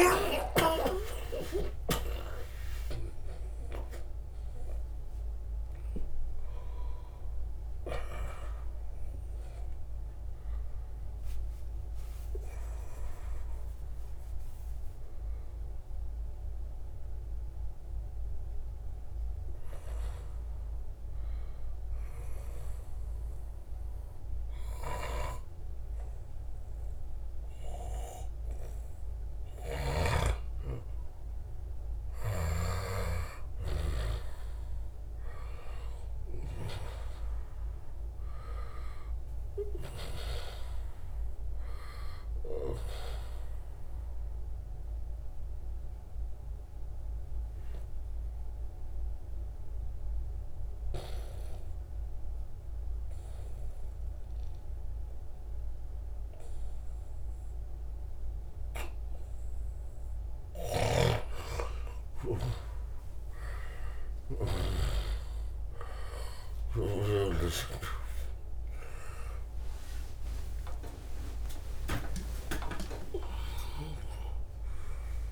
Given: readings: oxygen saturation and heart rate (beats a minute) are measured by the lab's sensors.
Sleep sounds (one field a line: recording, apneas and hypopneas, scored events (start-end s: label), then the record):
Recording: breathing in sleep by a room microphone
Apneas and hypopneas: 2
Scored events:
0.00-1.00 s: long interval between heartbeats (device-marked, heart rate 82 extreme)
0.00-4.00 s: arousal
0.00-19.50 s: oxygen desaturation (device-marked, oxygen 89% lowest, heart rate 86 extreme)
13.50-43.50 s: new sleep stage, N1 (lightest sleep)
14.00-31.00 s: obstructive apnea (oxygen 95% before, 89% lowest, heart rate 88 before, 84 extreme, up 1 after)
32.50-36.00 s: arousal
38.50-52.50 s: oxygen desaturation (device-marked, oxygen 96% before, 92% lowest, heart rate 88 before, 80 extreme)
43.50-75.32 s: new sleep stage, N2 (light sleep)
44.50-59.00 s: obstructive apnea (oxygen 97% before, 89% lowest, heart rate 87 before, 80 extreme, up 3 after)
60.00-64.50 s: snoring (device-marked)
61.50-66.50 s: arousal
63.50-75.32 s: oxygen desaturation (device-marked, oxygen 95% before, 89% lowest, heart rate 85 before, 79 extreme)
71.00-73.00 s: long interval between heartbeats (device-marked, heart rate 83 before, 108 extreme)
From the record:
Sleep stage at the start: N2 (light sleep)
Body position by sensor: on the back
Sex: male